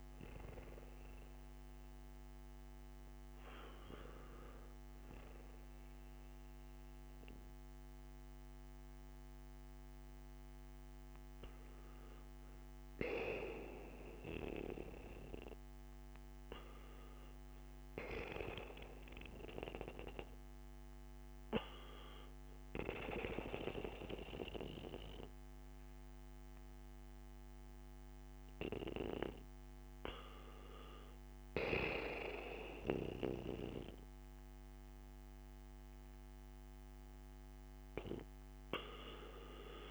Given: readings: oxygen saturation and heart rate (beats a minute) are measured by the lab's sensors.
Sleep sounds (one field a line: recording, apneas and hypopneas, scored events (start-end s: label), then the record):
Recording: breathing in sleep by a microphone on the trachea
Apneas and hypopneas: 1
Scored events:
1.00-12.50 s: obstructive apnea (oxygen 97% before, 92% lowest, heart rate 59 before, 57 extreme, up 0 after)
14.50-18.50 s: arousal
From the record:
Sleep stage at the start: N1 (lightest sleep)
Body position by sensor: on the back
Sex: male